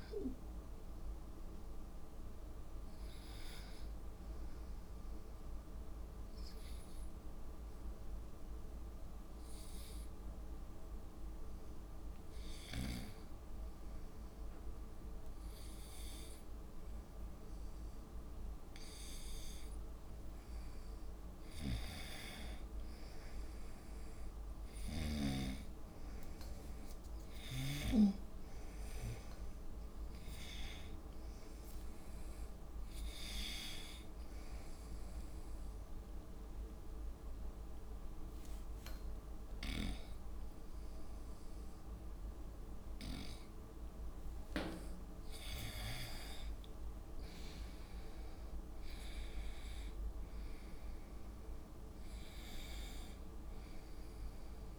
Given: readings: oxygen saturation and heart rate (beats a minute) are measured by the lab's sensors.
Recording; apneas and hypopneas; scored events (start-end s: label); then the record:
breathing in sleep by a room microphone; 2
4.00-20.00 s: hypopnea (oxygen 97% before, 95% lowest, heart rate 77 before, 63 extreme, up 1 after)
22.00-26.00 s: arousal
23.00-40.00 s: oxygen desaturation (device-marked, oxygen 98% before, 95% lowest, heart rate 66 before, 64 extreme)
34.00-46.00 s: hypopnea (oxygen 99% before, 94% lowest, heart rate 66 before, 63 extreme, up 14 after)
46.00-48.00 s: long interval between heartbeats (device-marked, heart rate 67 before, 79 extreme)
48.50-53.00 s: arousal
From the record:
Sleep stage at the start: N1 (lightest sleep); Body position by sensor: on the back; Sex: female